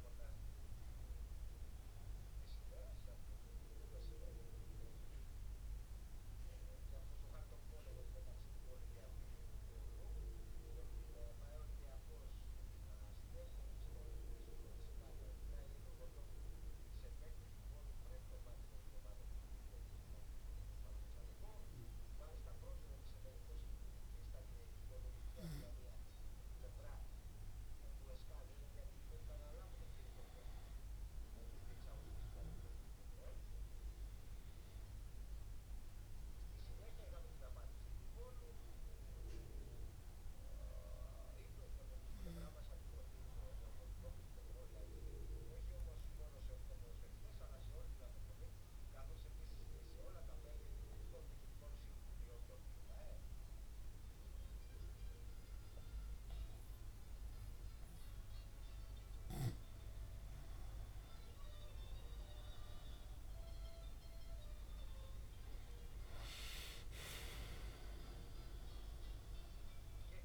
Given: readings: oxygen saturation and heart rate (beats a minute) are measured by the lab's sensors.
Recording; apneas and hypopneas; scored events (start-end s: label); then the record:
breathing in sleep by a room microphone; 2
12.50-28.50 s: obstructive apnea (oxygen 97% before, 94% lowest, heart rate 67 before, 64 extreme, up 0 after)
30.50-34.00 s: arousal
33.50-54.50 s: oxygen desaturation (device-marked, oxygen 97% before, 94% lowest, heart rate 65 before, 63 extreme)
43.50-58.50 s: obstructive apnea (oxygen 97% before, 94% lowest, heart rate 65 before, 63 extreme, up 2 after)
63.50-67.00 s: arousal
From the record:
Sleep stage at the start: N2 (light sleep); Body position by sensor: on the back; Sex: male